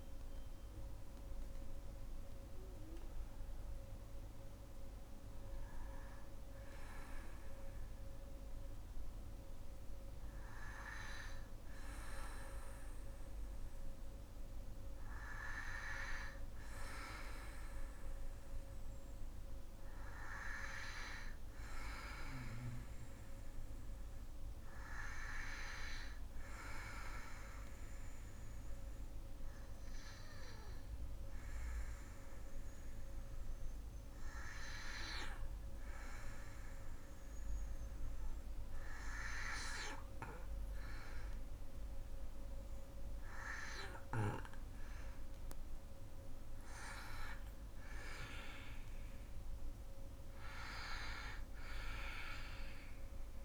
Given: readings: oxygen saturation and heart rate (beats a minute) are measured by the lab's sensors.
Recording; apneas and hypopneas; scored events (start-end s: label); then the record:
breathing in sleep by a room microphone; 1
0.00-7.00 s: oxygen desaturation (device-marked, oxygen 90% lowest, heart rate 60 extreme)
5.50-44.50 s: hypopnea (oxygen 96% before, 92% lowest, heart rate 71 before, 60 extreme, up 5 after)
20.00-34.00 s: oxygen desaturation (device-marked, oxygen 99% before, 95% lowest, heart rate 61 before, 62 extreme)
36.00-53.45 s: oxygen desaturation (device-marked, oxygen 96% before, 92% lowest, heart rate 63 before, 63 extreme)
47.00-51.00 s: arousal
From the record:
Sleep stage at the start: N2 (light sleep); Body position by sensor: on the back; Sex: female